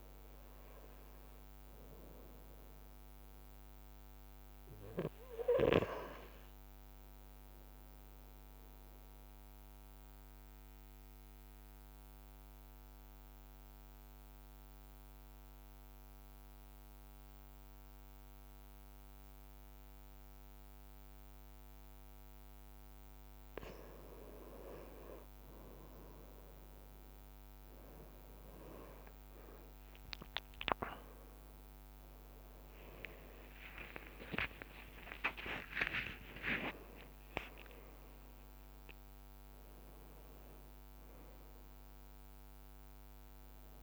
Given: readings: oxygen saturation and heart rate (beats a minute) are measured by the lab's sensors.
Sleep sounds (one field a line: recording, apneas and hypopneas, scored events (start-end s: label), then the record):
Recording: breathing in sleep by a microphone on the trachea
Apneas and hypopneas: 1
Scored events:
0.00-1.50 s: leg movement (device-marked)
0.00-3.00 s: arousal
5.50-22.50 s: obstructive apnea (oxygen 97% before, 93% lowest, heart rate 55 before, 54 extreme, up 3 after)
9.50-12.50 s: leg movement (device-marked)
15.50-23.50 s: leg movement (device-marked)
25.00-29.00 s: arousal
30.00-36.50 s: leg movement (device-marked)
30.50-43.83 s: new sleep stage, N1 (lightest sleep)
32.50-43.50 s: oxygen desaturation (device-marked, oxygen 96% before, 93% lowest, heart rate 56 before, 55 extreme)
34.00-36.00 s: long interval between heartbeats (device-marked, heart rate 56 before, 78 extreme)
36.50-41.50 s: arousal
38.50-43.83 s: leg movement (device-marked)
From the record:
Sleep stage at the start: N2 (light sleep)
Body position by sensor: on the right side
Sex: male